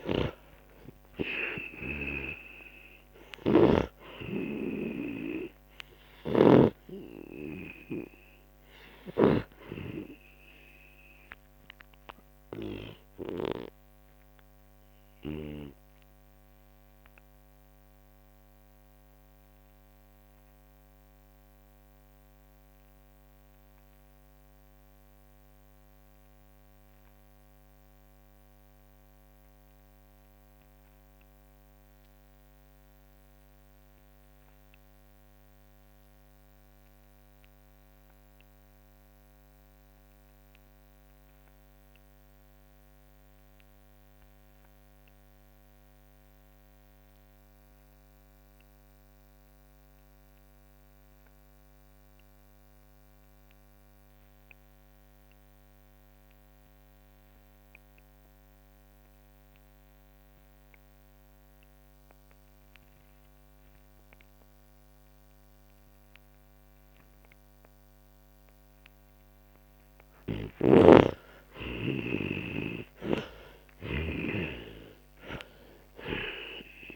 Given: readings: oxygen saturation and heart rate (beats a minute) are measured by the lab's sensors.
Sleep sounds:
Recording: breathing in sleep by a microphone on the trachea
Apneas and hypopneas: 1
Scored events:
0.00-4.00 s: snoring (device-marked)
0.00-41.00 s: oxygen desaturation (device-marked, oxygen 84% lowest, heart rate 40 extreme)
6.00-9.50 s: snoring (device-marked)
15.50-69.50 s: obstructive apnea (oxygen 97% before, 84% lowest, heart rate 66 before, 40 extreme, up 22 after)
65.00-76.96 s: oxygen desaturation (device-marked, oxygen 98% before, 84% lowest, heart rate 51 before, 34 extreme)
70.00-75.00 s: arousal
70.50-74.50 s: snoring (device-marked)
From the record:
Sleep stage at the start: N2 (light sleep)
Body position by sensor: on the back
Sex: male

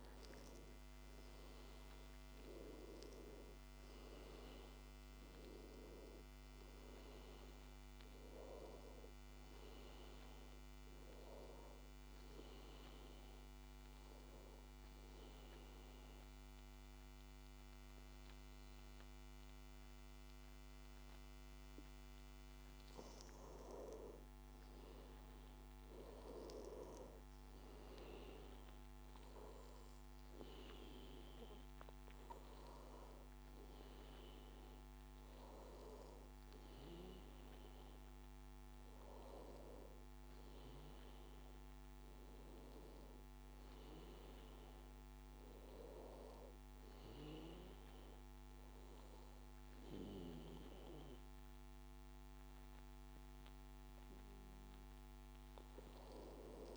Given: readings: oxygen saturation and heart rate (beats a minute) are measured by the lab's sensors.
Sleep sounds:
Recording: breathing in sleep by a microphone on the trachea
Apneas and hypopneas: 1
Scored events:
14.00-24.00 s: obstructive apnea (oxygen 97% before, 94% lowest, heart rate 92 before, 85 extreme, up 4 after)
25.50-28.50 s: arousal
26.50-39.50 s: oxygen desaturation (device-marked, oxygen 97% before, 94% lowest, heart rate 89 before, 85 extreme)
From the record:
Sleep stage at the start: N2 (light sleep)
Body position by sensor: on the back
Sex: male

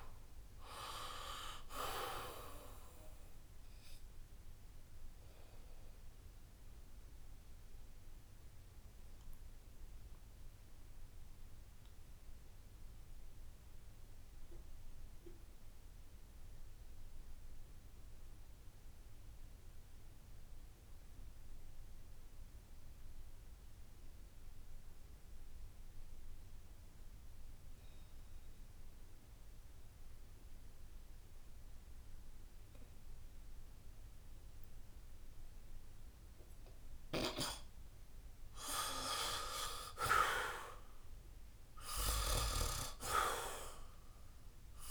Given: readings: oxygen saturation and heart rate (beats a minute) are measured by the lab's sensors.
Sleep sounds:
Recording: breathing in sleep by a room microphone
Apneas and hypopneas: 1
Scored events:
0.00-22.50 s: oxygen desaturation (device-marked, oxygen 73% lowest, heart rate 68 extreme)
5.00-36.00 s: obstructive apnea (oxygen 95% before, 73% lowest, heart rate 84 before, 64 extreme, up 6 after)
34.50-44.91 s: oxygen desaturation (device-marked, oxygen 97% before, 74% lowest, heart rate 70 before, 63 extreme)
39.00-42.50 s: arousal
From the record:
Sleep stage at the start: N2 (light sleep)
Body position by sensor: on the back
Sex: male

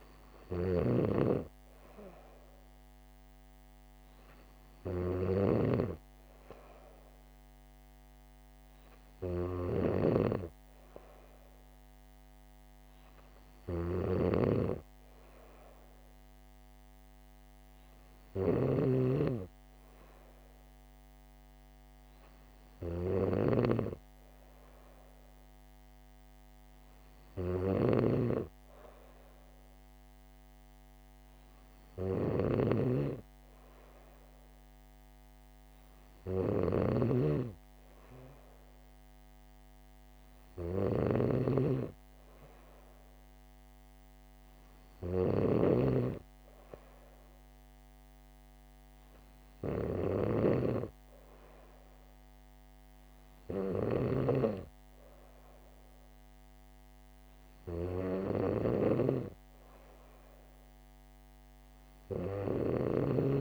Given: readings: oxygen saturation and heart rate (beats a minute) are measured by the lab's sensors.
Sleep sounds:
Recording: breathing in sleep by a microphone on the trachea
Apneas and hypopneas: none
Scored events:
0.00-63.41 s: snoring (device-marked)
From the record:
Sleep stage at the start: N3 (deep sleep)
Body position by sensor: on the back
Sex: female

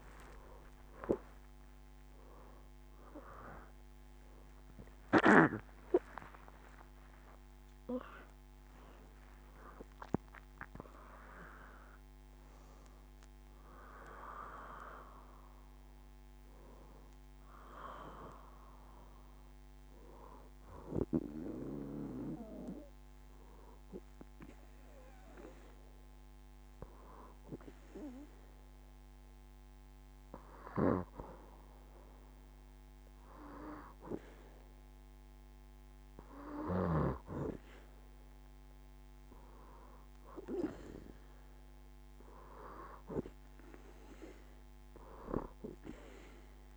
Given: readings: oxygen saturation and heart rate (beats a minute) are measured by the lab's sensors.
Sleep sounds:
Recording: breathing in sleep by a microphone on the trachea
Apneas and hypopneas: 1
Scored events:
0.00-5.00 s: arousal
2.00-19.00 s: oxygen desaturation (device-marked, oxygen 93% before, 90% lowest, heart rate 71 before, 66 extreme)
5.00-7.00 s: long interval between heartbeats (device-marked, heart rate 72 before, 90 extreme)
24.50-35.50 s: hypopnea (oxygen 93% before, 90% lowest, heart rate 88 before, 66 extreme, up 8 after)
37.00-40.50 s: arousal
From the record:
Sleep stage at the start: N2 (light sleep)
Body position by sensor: on the back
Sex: female

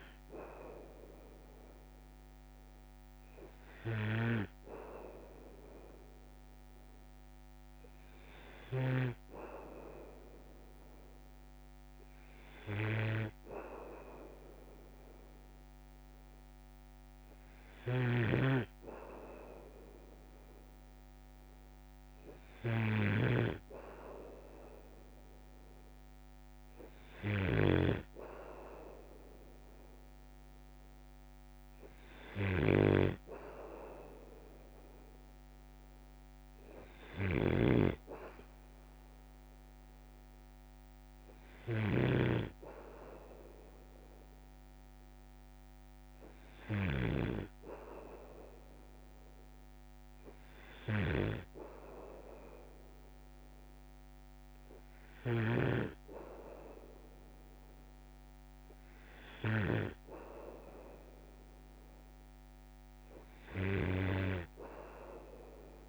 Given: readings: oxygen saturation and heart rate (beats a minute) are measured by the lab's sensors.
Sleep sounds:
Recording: breathing in sleep by a microphone on the trachea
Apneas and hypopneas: none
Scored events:
4.00-9.00 s: snoring (device-marked)
17.50-60.00 s: snoring (device-marked)
From the record:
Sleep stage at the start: N2 (light sleep)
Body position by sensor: on the back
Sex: male

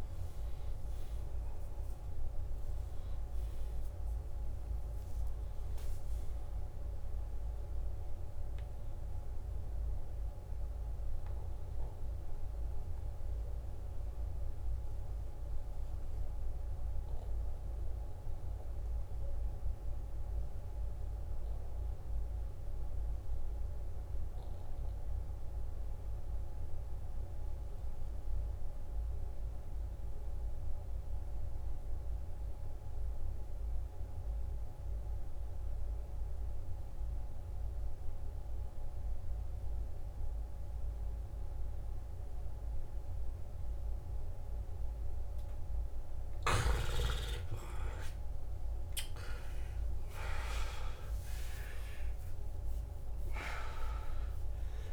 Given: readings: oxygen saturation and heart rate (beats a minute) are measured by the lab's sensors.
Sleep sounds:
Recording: breathing in sleep by a room microphone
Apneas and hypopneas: 1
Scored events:
0.00-23.50 s: oxygen desaturation (device-marked, oxygen 88% lowest, heart rate 52 extreme)
10.50-46.00 s: obstructive apnea (oxygen 97% before, 87% lowest, heart rate 68 before, 52 extreme, up 16 after)
42.50-54.93 s: oxygen desaturation (device-marked, oxygen 98% before, 87% lowest, heart rate 54 before, 56 extreme)
47.50-51.50 s: arousal
From the record:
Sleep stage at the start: N2 (light sleep)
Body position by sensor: on the back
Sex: male

